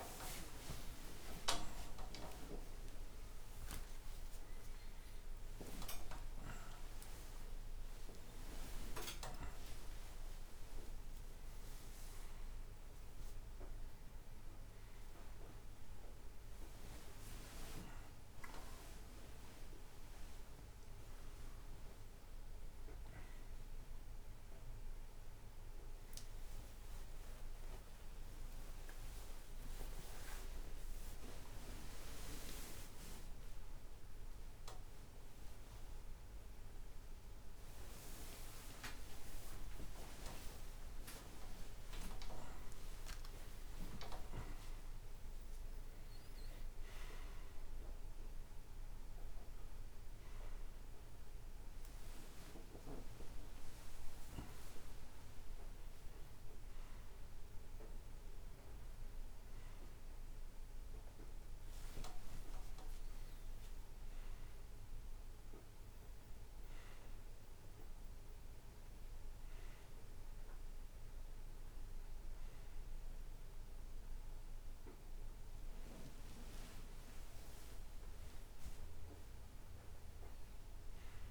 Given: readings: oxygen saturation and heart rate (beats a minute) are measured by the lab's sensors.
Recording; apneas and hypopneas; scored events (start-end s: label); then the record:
a person awake in a sleep study, by a room microphone; none
0.00-3.50 s: tachycardia (device-marked, heart rate 122 extreme)
6.50-8.50 s: tachycardia (device-marked, heart rate 72 before, 98 extreme)
29.50-46.50 s: tachycardia (device-marked, heart rate 73 before, 162 extreme)
39.50-66.50 s: oxygen desaturation (device-marked, oxygen 97% before, 92% lowest, heart rate 97 before, 68 extreme)
49.50-54.50 s: tachycardia (device-marked, heart rate 75 before, 107 extreme)
58.50-64.50 s: tachycardia (device-marked, heart rate 76 before, 102 extreme)
From the record:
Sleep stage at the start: awake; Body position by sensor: on the back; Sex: male